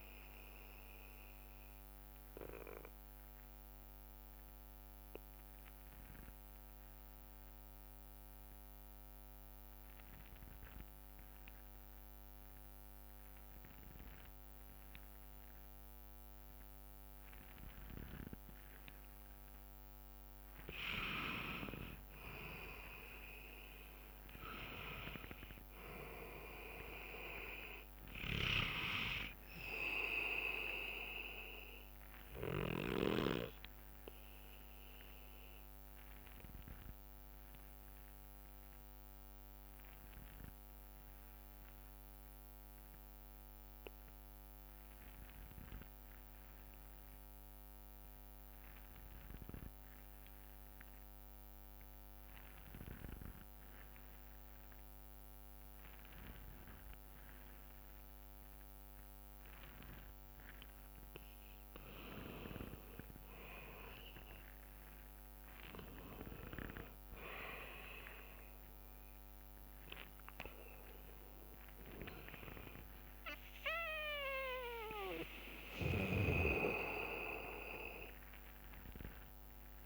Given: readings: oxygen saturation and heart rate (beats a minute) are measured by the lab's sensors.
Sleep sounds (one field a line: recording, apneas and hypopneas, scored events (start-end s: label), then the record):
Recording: breathing in sleep by a microphone on the trachea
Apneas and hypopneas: 2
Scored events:
0.00-8.00 s: bradycardia (device-marked, heart rate 64 before, 58 extreme)
1.00-79.86 s: new sleep stage, N2 (light sleep)
2.00-21.50 s: obstructive apnea (oxygen 99% before, 90% lowest, heart rate 62 before, 56 extreme, up 7 after)
10.00-13.00 s: bradycardia (device-marked, heart rate 64 before, 59 extreme)
18.00-40.00 s: oxygen desaturation (device-marked, oxygen 97% before, 91% lowest, heart rate 60 before, 56 extreme)
24.50-29.00 s: arousal
34.50-60.50 s: obstructive apnea (oxygen 98% before, 90% lowest, heart rate 63 before, 56 extreme, up 5 after)
36.00-47.00 s: bradycardia (device-marked, heart rate 64 before, 56 extreme)
56.00-79.86 s: oxygen desaturation (device-marked, oxygen 98% before, 90% lowest, heart rate 60 before, 56 extreme)
64.00-70.00 s: arousal
68.00-78.00 s: drop in pulse transit time (device-marked, heart rate 63 before, 64 extreme)
75.00-79.86 s: bradycardia (device-marked, heart rate 64 before, 58 extreme)
From the record:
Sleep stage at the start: N1 (lightest sleep)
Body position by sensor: on the back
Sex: male